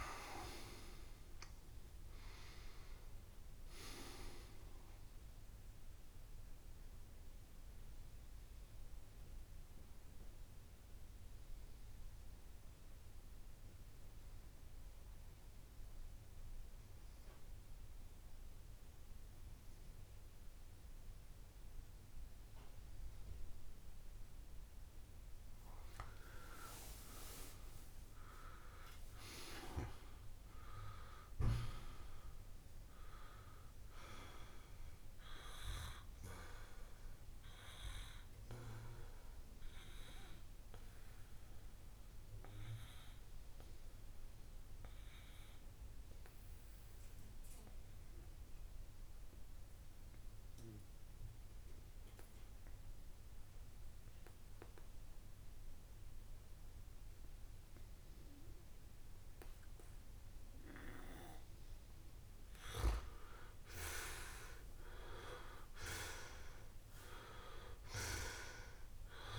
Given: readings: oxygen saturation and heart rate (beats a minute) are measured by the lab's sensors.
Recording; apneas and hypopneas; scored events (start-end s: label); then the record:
a person partly awake in a sleep study, by a room microphone; 2
0.00-19.00 s: oxygen desaturation (device-marked, oxygen 93% lowest)
11.00-69.39 s: new sleep stage, N2 (light sleep)
11.50-24.50 s: obstructive apnea (oxygen 98% before, 92% lowest)
27.00-30.00 s: arousal
34.00-53.00 s: oxygen desaturation (device-marked, oxygen 98% before, 94% lowest)
36.00-61.00 s: obstructive apnea (oxygen 99% before, 89% lowest)
63.50-67.00 s: arousal
68.00-69.39 s: oxygen desaturation (device-marked, oxygen 97% before, 92% lowest)
From the record:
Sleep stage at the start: awake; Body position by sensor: on the back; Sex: male